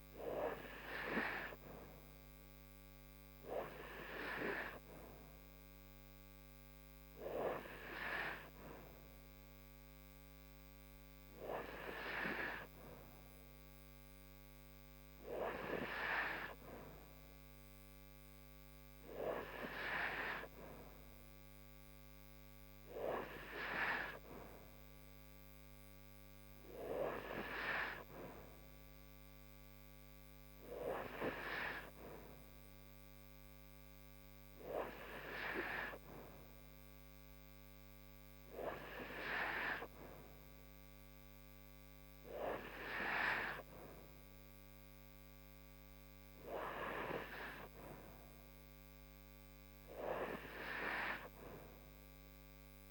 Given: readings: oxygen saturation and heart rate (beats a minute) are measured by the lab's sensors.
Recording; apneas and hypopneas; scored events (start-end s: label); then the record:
breathing in sleep by a microphone on the trachea; none
none scored
From the record:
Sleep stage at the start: N2 (light sleep); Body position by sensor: upright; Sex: female